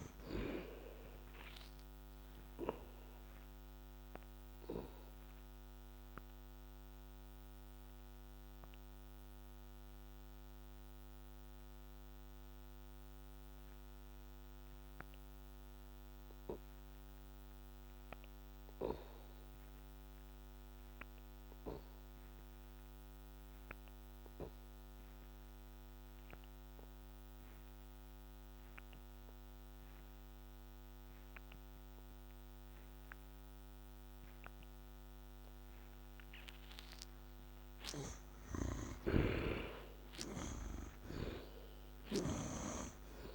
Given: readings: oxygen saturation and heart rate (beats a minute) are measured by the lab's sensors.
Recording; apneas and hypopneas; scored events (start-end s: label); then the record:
breathing in sleep by a microphone on the trachea; 1
0.00-21.50 s: oxygen desaturation (device-marked, oxygen 52% lowest, heart rate 62 extreme)
2.50-35.00 s: obstructive apnea (oxygen 90% before, 52% lowest, heart rate 81 before, 62 extreme, up 20 after)
38.00-42.50 s: arousal
40.00-43.35 s: snoring (device-marked)
40.50-43.35 s: oxygen desaturation (device-marked, oxygen 77% before, 57% lowest, heart rate 68 before, 63 extreme)
From the record:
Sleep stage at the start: N2 (light sleep); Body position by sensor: on the back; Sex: male